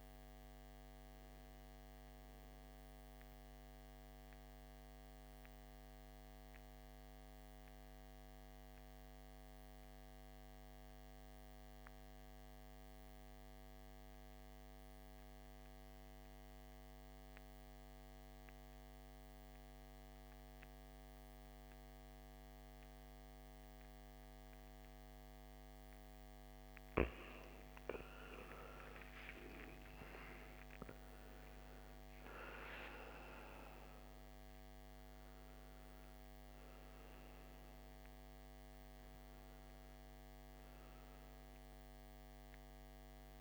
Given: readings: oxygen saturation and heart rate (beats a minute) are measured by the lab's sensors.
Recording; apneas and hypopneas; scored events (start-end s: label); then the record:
breathing in sleep by a microphone on the trachea; 1
0.00-9.00 s: oxygen desaturation (device-marked, oxygen 86% lowest, heart rate 55 extreme)
3.50-26.00 s: mixed apnea (oxygen 97% before, 85% lowest, heart rate 67 before, 55 extreme, up 17 after)
26.00-43.41 s: oxygen desaturation (device-marked, oxygen 98% before, 85% lowest, heart rate 55 before, 54 extreme)
28.00-33.50 s: arousal
From the record:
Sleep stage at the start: N2 (light sleep); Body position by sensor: on the back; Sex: male